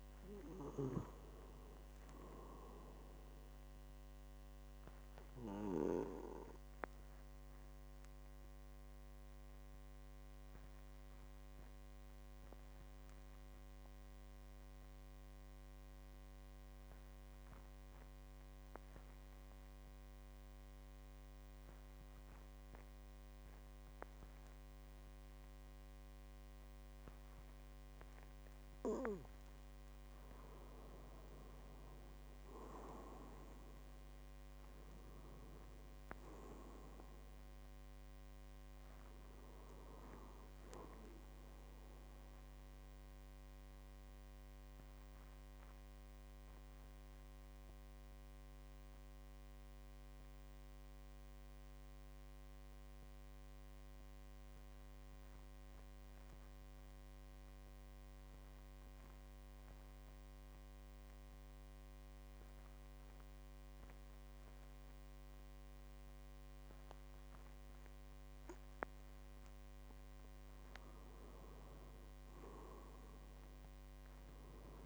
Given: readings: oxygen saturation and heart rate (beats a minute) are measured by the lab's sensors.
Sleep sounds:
breathing in sleep by a microphone on the trachea; 2
0.50-19.50 s: oxygen desaturation (device-marked, oxygen 98% before, 92% lowest, heart rate 51 before, 47 extreme)
4.50-28.50 s: obstructive apnea (oxygen 99% before, 89% lowest, heart rate 52 before, 46 extreme, up 10 after)
30.00-34.00 s: arousal
31.50-55.50 s: oxygen desaturation (device-marked, oxygen 98% before, 89% lowest, heart rate 49 before, 46 extreme)
43.00-69.00 s: mixed apnea (oxygen 98% before, 89% lowest, heart rate 54 before, 46 extreme, up 10 after)
67.50-74.86 s: oxygen desaturation (device-marked, oxygen 99% before, 90% lowest, heart rate 48 before, 47 extreme)
72.00-74.86 s: arousal
From the record:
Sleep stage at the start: N2 (light sleep); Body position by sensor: on the back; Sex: male

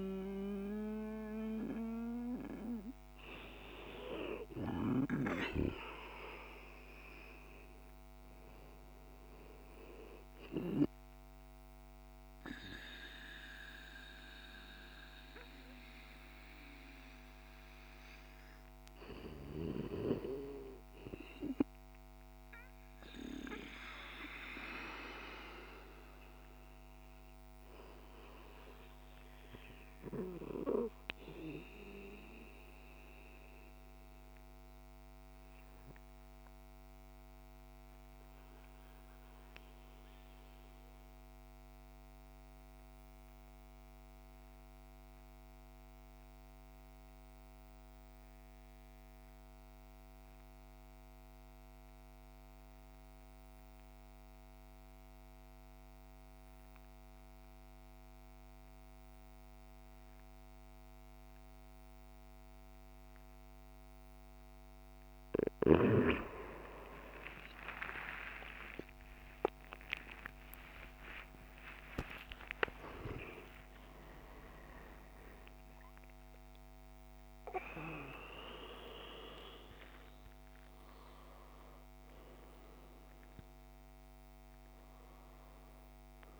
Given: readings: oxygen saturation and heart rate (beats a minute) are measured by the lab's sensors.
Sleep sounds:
breathing in sleep by a microphone on the trachea; 1
0.00-17.00 s: oxygen desaturation (device-marked, oxygen 85% lowest, heart rate 57 extreme)
31.00-65.50 s: obstructive apnea (oxygen 99% before, 82% lowest, heart rate 63 before, 57 extreme)
56.00-84.00 s: oxygen desaturation (device-marked, oxygen 97% before, 87% lowest, heart rate 59 before, 58 extreme)
60.00-86.39 s: new sleep stage, N1 (lightest sleep)
68.00-74.00 s: arousal
From the record:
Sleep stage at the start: REM sleep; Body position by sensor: on the back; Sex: male

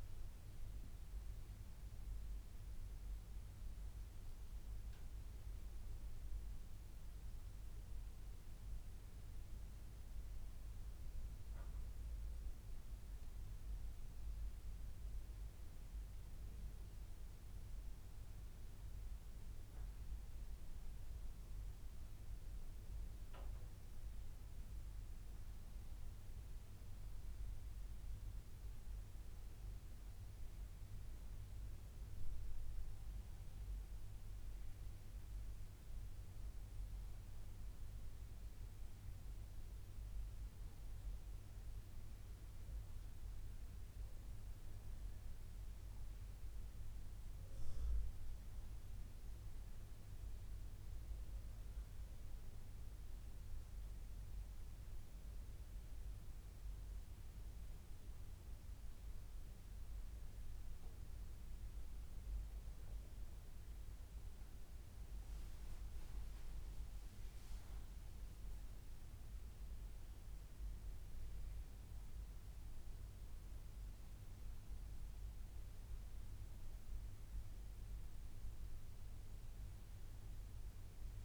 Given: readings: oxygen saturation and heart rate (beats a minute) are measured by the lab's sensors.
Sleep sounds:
breathing in sleep, hard to hear, by a room microphone; none
none scored
From the record:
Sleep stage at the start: N1 (lightest sleep); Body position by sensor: on the back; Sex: male

